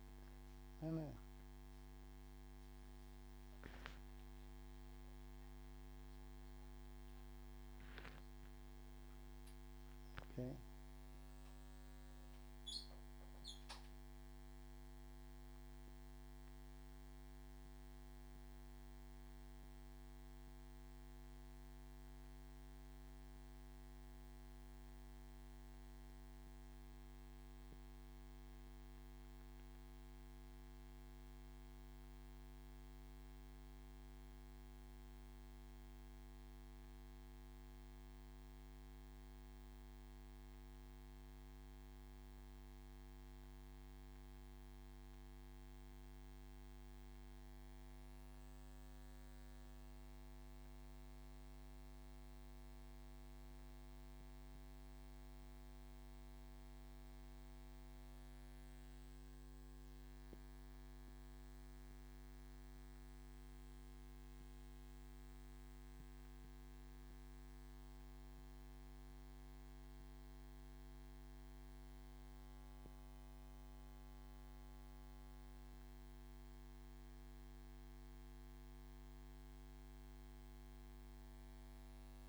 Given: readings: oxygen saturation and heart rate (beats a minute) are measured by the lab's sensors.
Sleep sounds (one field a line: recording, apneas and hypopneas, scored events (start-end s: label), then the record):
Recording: a person awake in a sleep study, hard to hear, by a microphone on the trachea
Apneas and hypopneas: none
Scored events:
none scored
From the record:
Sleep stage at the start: awake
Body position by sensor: on the back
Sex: male